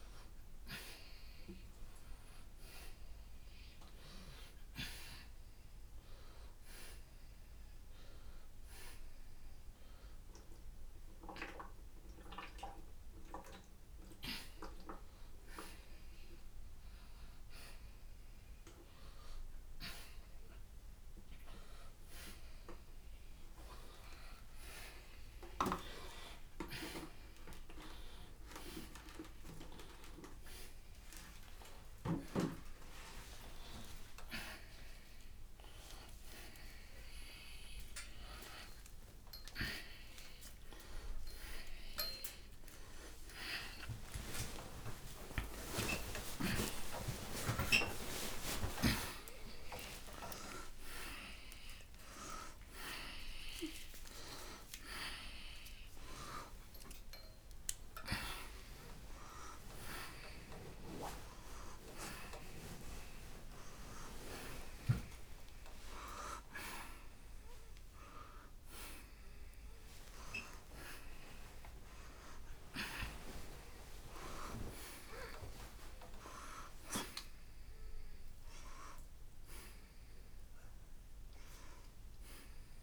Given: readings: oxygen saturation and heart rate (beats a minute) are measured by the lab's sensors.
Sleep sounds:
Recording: a person awake in a sleep study, by a room microphone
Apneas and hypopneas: none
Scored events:
6.50-24.50 s: oxygen desaturation (device-marked, oxygen 93% before, 88% lowest, heart rate 121 before, 88 extreme)
53.50-59.50 s: oxygen desaturation (device-marked, oxygen 91% before, 84% lowest, heart rate 159 before, 74 extreme)
From the record:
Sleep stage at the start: awake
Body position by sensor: upright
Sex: male

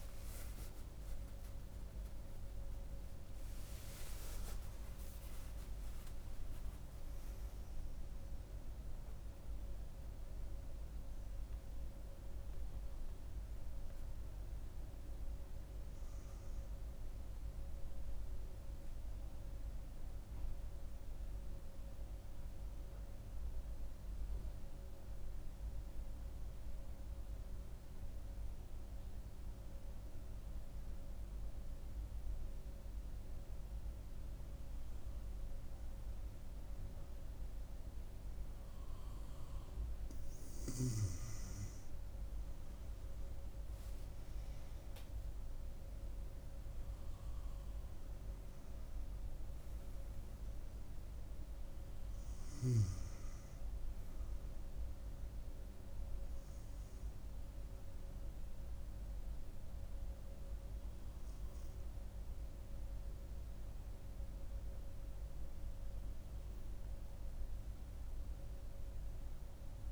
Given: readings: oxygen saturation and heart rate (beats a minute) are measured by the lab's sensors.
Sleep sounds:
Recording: breathing in sleep, hard to hear, by a room microphone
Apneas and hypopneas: 2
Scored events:
0.00-3.50 s: arousal
13.00-29.00 s: obstructive apnea (oxygen 99% before, 95% lowest, heart rate 67 before, 64 extreme, up 6 after)
19.50-40.00 s: obstructive apnea (oxygen 98% before, 95% lowest, heart rate 78 before, 62 extreme, up 11 after)
42.00-46.00 s: arousal
From the record:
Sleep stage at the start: N2 (light sleep)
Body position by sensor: on the front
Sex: female

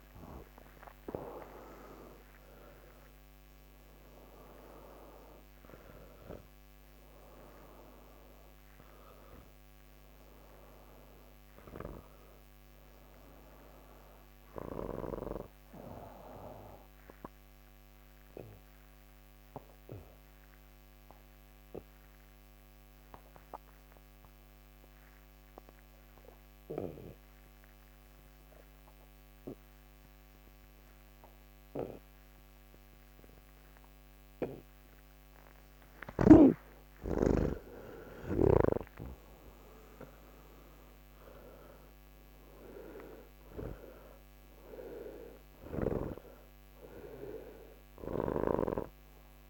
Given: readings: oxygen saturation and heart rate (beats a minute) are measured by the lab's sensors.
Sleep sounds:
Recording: breathing in sleep by a microphone on the trachea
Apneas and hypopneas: 1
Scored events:
0.00-22.50 s: oxygen desaturation (device-marked, oxygen 78% lowest, heart rate 80 extreme)
17.00-35.00 s: obstructive apnea (oxygen 95% before, 79% lowest, heart rate 123 before, 69 extreme, up 26 after)
47.50-49.50 s: oxygen desaturation (device-marked, oxygen 98% before, 88% lowest, heart rate 154 before, 96 extreme)
From the record:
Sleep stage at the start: N1 (lightest sleep)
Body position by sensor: on the back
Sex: male

